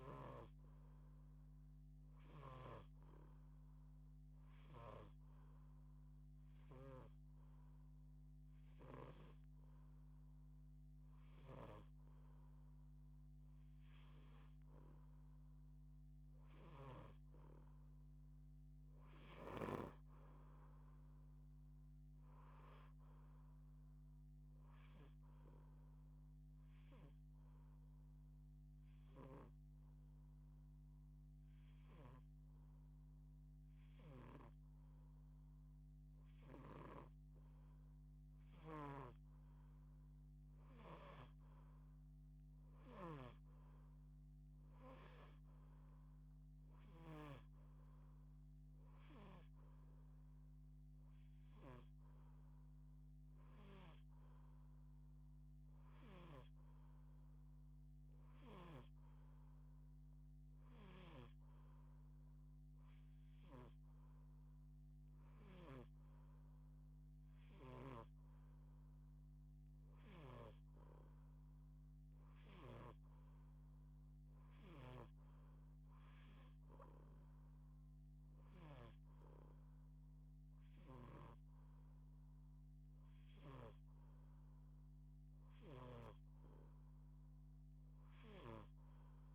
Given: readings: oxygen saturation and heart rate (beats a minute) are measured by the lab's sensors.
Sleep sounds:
breathing in sleep by a microphone on the trachea; 2
2.00-19.50 s: snoring (device-marked)
4.50-14.50 s: hypopnea (oxygen 89% before, 87% lowest, heart rate 43 before, 87 extreme, up 52 after)
16.00-19.00 s: arousal
27.50-38.00 s: hypopnea (oxygen 89% before, 87% lowest, heart rate 127 before, 110 extreme)
28.50-36.50 s: snoring (device-marked)
38.50-56.00 s: snoring (device-marked)
40.00-43.50 s: arousal
51.00-63.00 s: oxygen desaturation (device-marked, oxygen 91% before, 87% lowest, heart rate 166 before, 113 extreme)
63.00-67.50 s: snoring (device-marked)
72.00-78.50 s: snoring (device-marked)
83.00-88.00 s: snoring (device-marked)
From the record:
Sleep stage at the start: N2 (light sleep); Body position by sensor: on the back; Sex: female

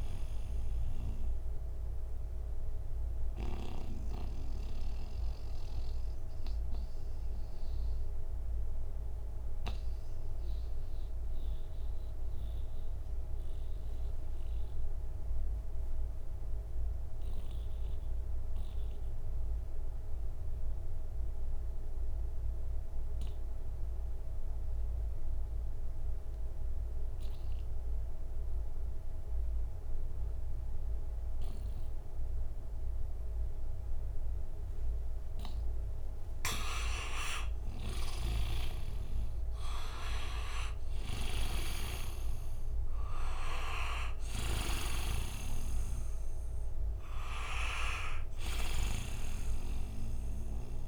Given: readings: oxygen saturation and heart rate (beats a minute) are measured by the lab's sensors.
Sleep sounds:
breathing in sleep by a room microphone; 1
0.00-1.00 s: snoring (device-marked)
0.00-20.00 s: oxygen desaturation (device-marked, oxygen 87% lowest, heart rate 60 extreme)
2.00-35.00 s: mixed apnea (oxygen 99% before, 83% lowest, heart rate 71 before, 60 extreme, up 18 after)
37.00-40.50 s: arousal
37.50-48.50 s: snoring (device-marked)
38.00-50.88 s: oxygen desaturation (device-marked, oxygen 97% before, 83% lowest, heart rate 65 before, 61 extreme)
From the record:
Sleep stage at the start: N2 (light sleep); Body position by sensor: on the right side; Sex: male

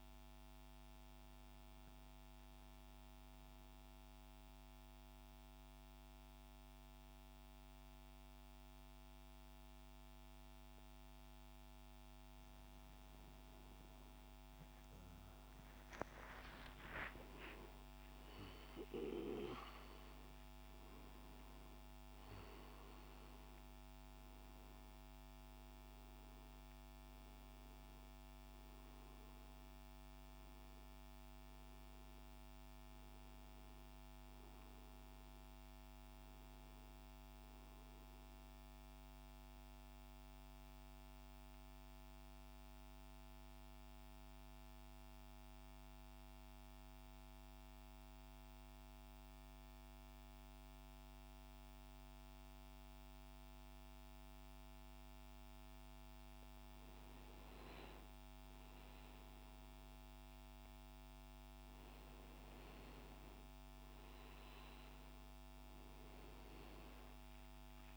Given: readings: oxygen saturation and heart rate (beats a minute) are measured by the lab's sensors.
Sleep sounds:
breathing in sleep by a microphone on the trachea; 2
0.00-14.50 s: oxygen desaturation (device-marked, oxygen 94% lowest, heart rate 68 extreme)
3.50-13.50 s: central apnea (oxygen 98% before, 92% lowest, heart rate 70 before, 69 extreme, up 21 after)
15.00-19.50 s: arousal
38.50-56.50 s: central apnea (oxygen 97% before, 92% lowest, heart rate 79 before, 67 extreme, up 5 after)
54.50-67.97 s: oxygen desaturation (device-marked, oxygen 97% before, 92% lowest, heart rate 70 before, 70 extreme)
57.00-60.50 s: arousal
From the record:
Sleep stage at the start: N2 (light sleep); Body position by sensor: on the back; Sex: male

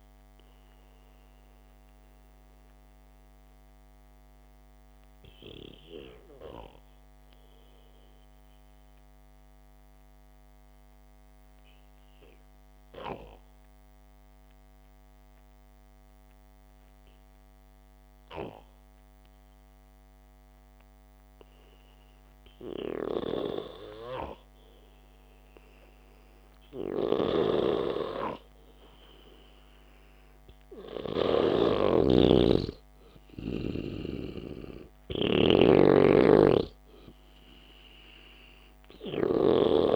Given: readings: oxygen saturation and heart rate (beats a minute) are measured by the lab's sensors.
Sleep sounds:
breathing in sleep by a microphone on the trachea; 1
1.00-23.00 s: mixed apnea (oxygen 98% before, 93% lowest, heart rate 60 before, 56 extreme)
10.00-18.00 s: oxygen desaturation (device-marked, oxygen 96% before, 93% lowest, heart rate 61 before, 56 extreme)
25.50-29.00 s: arousal
29.00-37.00 s: oxygen desaturation (device-marked, oxygen 99% before, 94% lowest, heart rate 66 before, 59 extreme)
32.00-39.96 s: snoring (device-marked)
From the record:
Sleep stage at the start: N2 (light sleep); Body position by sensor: on the back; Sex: male

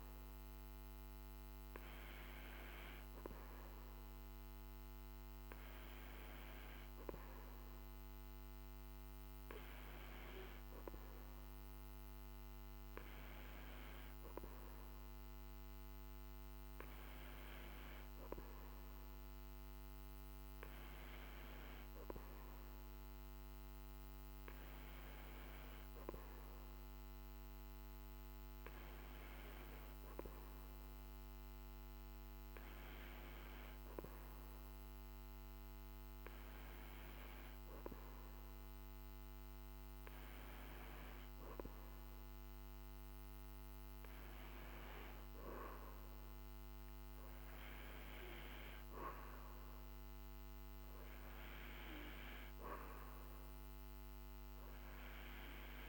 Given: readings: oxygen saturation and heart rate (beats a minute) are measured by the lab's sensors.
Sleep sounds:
breathing in sleep by a microphone on the trachea; none
none scored
From the record:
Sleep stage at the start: N2 (light sleep); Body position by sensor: on the back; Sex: male

